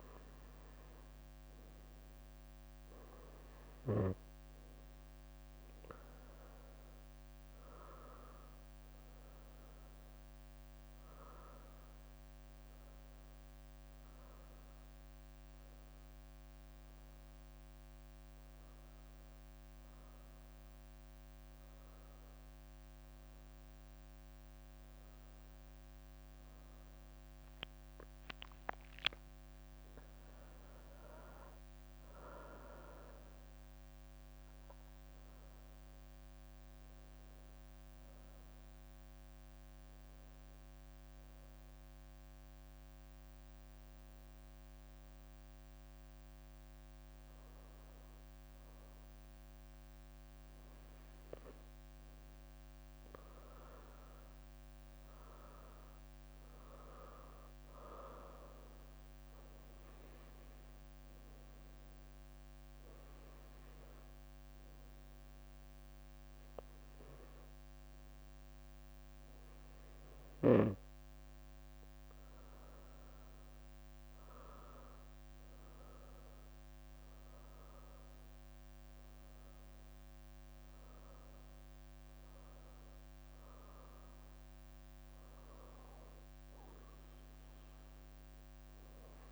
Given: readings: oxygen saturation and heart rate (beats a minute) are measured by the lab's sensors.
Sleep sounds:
breathing in sleep by a microphone on the trachea; 1
0.00-2.00 s: leg movement (device-marked)
3.00-5.00 s: leg movement (device-marked)
5.50-8.00 s: leg movement (device-marked)
6.00-10.50 s: arousal
9.00-11.50 s: leg movement (device-marked)
12.50-14.50 s: leg movement (device-marked)
18.50-20.50 s: leg movement (device-marked)
28.00-32.50 s: arousal
29.50-31.00 s: leg movement (device-marked)
36.00-49.00 s: obstructive apnea (oxygen 97% before, 94% lowest, heart rate 71 before, 65 extreme, up 6 after)
38.50-41.00 s: leg movement (device-marked)
50.50-52.50 s: leg movement (device-marked)
51.50-56.00 s: arousal
53.00-55.50 s: leg movement (device-marked)
56.50-58.00 s: leg movement (device-marked)
59.50-61.50 s: leg movement (device-marked)
63.50-70.00 s: leg movement (device-marked)
73.50-79.00 s: arousal
79.50-82.00 s: leg movement (device-marked)
82.50-89.00 s: leg movement (device-marked)
From the record:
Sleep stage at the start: N2 (light sleep); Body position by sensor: on the right side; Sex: female

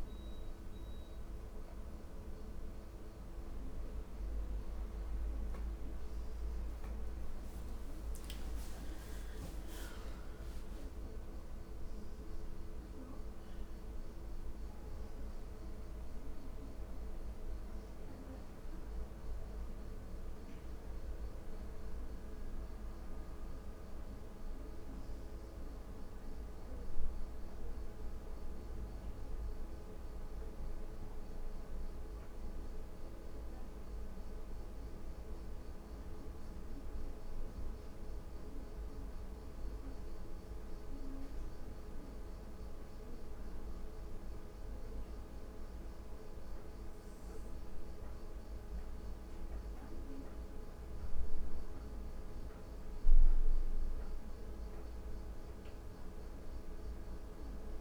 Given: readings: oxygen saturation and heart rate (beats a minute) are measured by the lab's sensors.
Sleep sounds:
breathing in sleep, hard to hear, by a room microphone; 1
25.50-57.81 s: new sleep stage, N2 (light sleep)
39.00-50.00 s: hypopnea (oxygen 98% before, 90% lowest, heart rate 79 before, 77 extreme, up 0 after)
46.50-57.81 s: oxygen desaturation (device-marked, oxygen 96% before, 92% lowest, heart rate 79 before, 77 extreme)
51.50-54.50 s: arousal
From the record:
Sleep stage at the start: N1 (lightest sleep); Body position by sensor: on the back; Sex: female

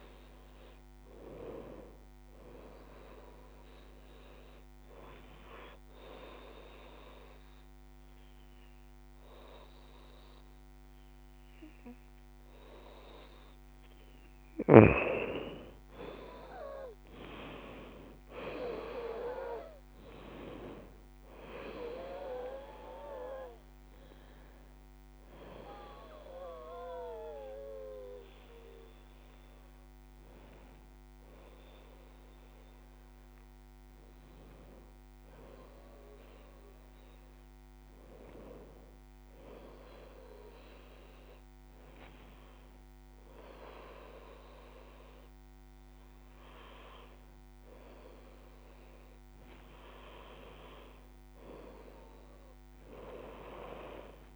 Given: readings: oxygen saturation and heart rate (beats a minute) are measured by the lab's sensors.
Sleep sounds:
breathing in sleep by a microphone on the trachea; 2
0.00-1.50 s: long interval between heartbeats (device-marked, heart rate 100 extreme)
0.00-7.50 s: oxygen desaturation (device-marked, oxygen 85% lowest)
0.50-10.50 s: bradycardia (device-marked, heart rate 69 before, 30 extreme)
4.00-5.50 s: leg movement (device-marked)
4.50-15.00 s: obstructive apnea (oxygen 91% before, 83% lowest, heart rate 53 before, 47 extreme, up 60 after)
6.50-7.50 s: leg movement (device-marked)
7.50-26.50 s: drop in pulse transit time (device-marked, heart rate 58 before, 30 extreme)
8.50-54.36 s: new sleep stage, N2 (light sleep)
16.50-37.50 s: oxygen desaturation (device-marked, oxygen 93% before, 83% lowest, heart rate 69 before, 72 extreme)
17.50-22.00 s: arousal
39.00-49.50 s: hypopnea (oxygen 95% before, 85% lowest, heart rate 80 before, 73 extreme, up 8 after)
50.00-54.36 s: leg movement (device-marked)
51.00-53.50 s: arousal
From the record:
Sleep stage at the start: N1 (lightest sleep); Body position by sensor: on the right side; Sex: female

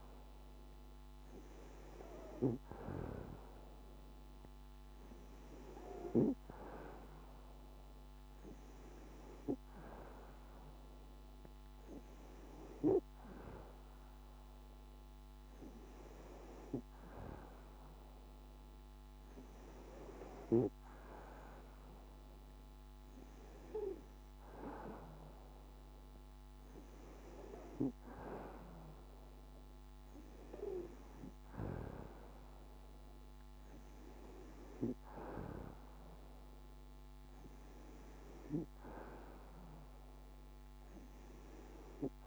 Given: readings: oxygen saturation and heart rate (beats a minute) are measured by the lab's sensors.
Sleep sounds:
breathing in sleep by a microphone on the trachea; none
none scored
From the record:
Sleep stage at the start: N2 (light sleep); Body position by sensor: on the back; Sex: female

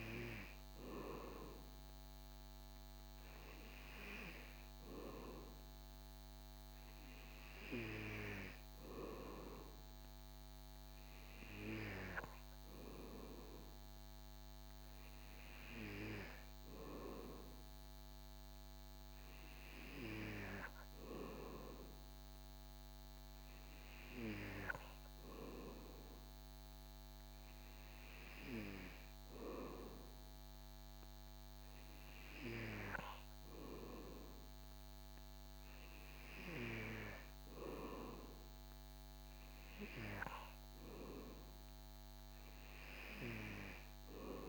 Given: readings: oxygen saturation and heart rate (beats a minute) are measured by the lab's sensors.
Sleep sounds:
breathing in sleep by a microphone on the trachea; none
none scored
From the record:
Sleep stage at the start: N2 (light sleep); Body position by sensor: on the back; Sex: male

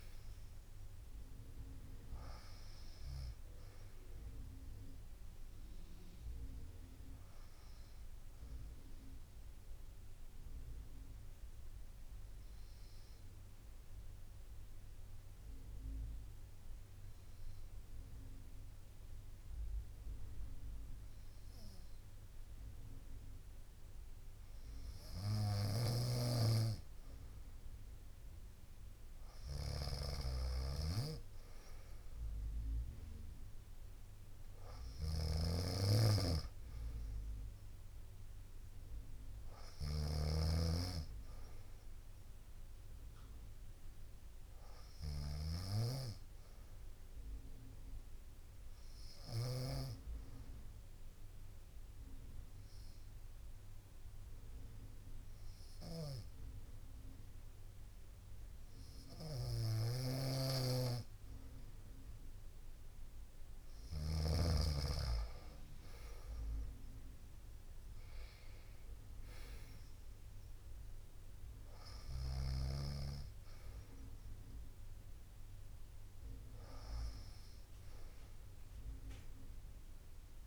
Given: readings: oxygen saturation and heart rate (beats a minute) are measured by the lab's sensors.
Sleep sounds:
breathing in sleep by a room microphone; 2
6.50-15.50 s: bradycardia (device-marked, heart rate 64 before, 57 extreme)
7.50-23.00 s: hypopnea (oxygen 93% before, 90% lowest, heart rate 65 before, 57 extreme, up 6 after)
23.50-38.50 s: drop in pulse transit time (device-marked, heart rate 60 before, 61 extreme)
25.00-29.00 s: arousal
25.00-49.00 s: snoring (device-marked)
28.50-49.50 s: oxygen desaturation (device-marked, oxygen 97% before, 90% lowest, heart rate 60 before, 60 extreme)
48.50-63.50 s: obstructive apnea (oxygen 97% before, 91% lowest, heart rate 61 before, 59 extreme, up 4 after)
55.50-64.00 s: snoring (device-marked)
69.00-73.50 s: arousal
From the record:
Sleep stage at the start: N2 (light sleep); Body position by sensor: on the right side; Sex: female

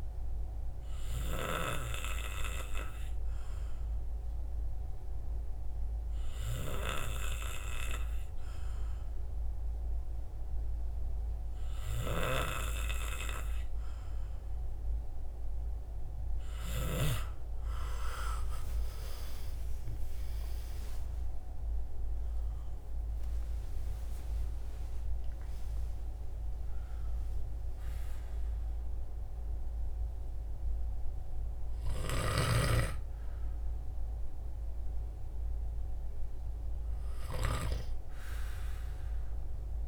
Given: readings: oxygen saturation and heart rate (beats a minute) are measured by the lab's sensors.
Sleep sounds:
breathing in sleep by a room microphone; 1
2.50-14.50 s: hypopnea (oxygen 92% before, 89% lowest, heart rate 69 before, 65 extreme, up 18 after)
18.50-24.50 s: arousal
24.50-39.88 s: oxygen desaturation (device-marked, oxygen 92% before, 89% lowest, heart rate 73 before, 70 extreme)
From the record:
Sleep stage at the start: N2 (light sleep); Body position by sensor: on the right side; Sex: male

